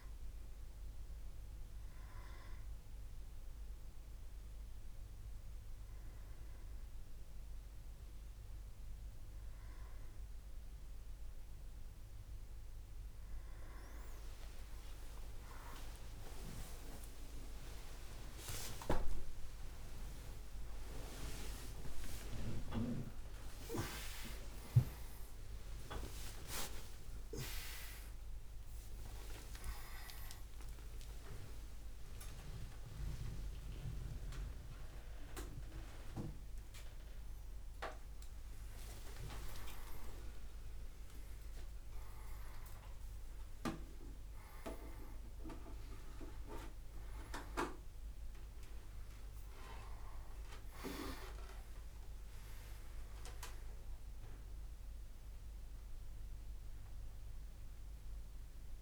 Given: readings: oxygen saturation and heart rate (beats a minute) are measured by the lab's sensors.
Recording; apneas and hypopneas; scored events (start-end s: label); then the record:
a person awake in a sleep study, by a room microphone; none
24.00-58.82 s: new sleep stage, awake
From the record:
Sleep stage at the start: N1 (lightest sleep); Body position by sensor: upright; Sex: male